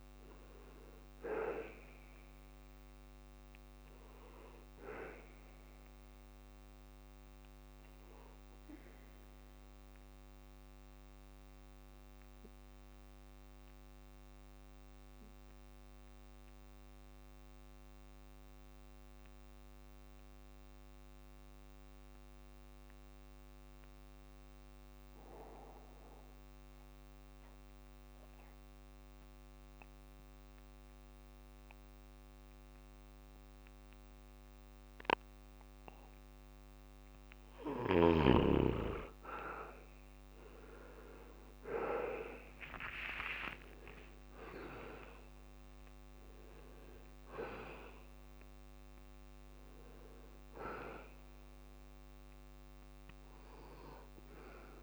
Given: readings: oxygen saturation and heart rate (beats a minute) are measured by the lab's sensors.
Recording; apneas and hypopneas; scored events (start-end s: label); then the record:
breathing in sleep by a microphone on the trachea; 1
0.00-16.50 s: oxygen desaturation (device-marked, oxygen 82% lowest, heart rate 44 extreme)
8.50-36.50 s: obstructive apnea (oxygen 95% before, 82% lowest, heart rate 69 before, 65 extreme, up 21 after)
34.50-54.83 s: oxygen desaturation (device-marked, oxygen 98% before, 83% lowest, heart rate 66 before, 65 extreme)
38.50-42.50 s: arousal
From the record:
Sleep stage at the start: N2 (light sleep); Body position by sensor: on the back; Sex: male